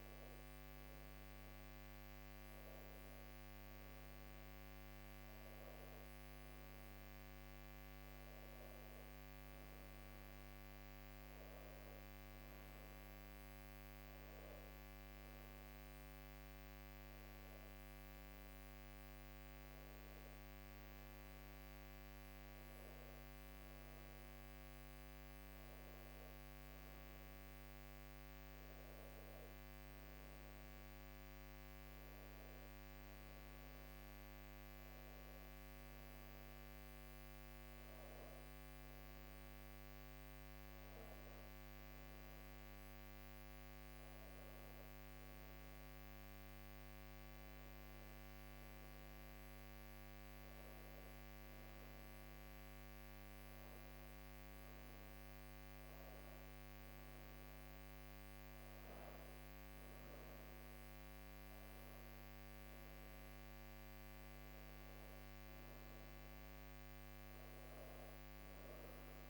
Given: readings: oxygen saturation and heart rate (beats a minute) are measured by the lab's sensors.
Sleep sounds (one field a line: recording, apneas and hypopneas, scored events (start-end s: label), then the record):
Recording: breathing in sleep, hard to hear, by a microphone on the trachea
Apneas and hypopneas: none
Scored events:
none scored
From the record:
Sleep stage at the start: N2 (light sleep)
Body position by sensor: on the back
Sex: female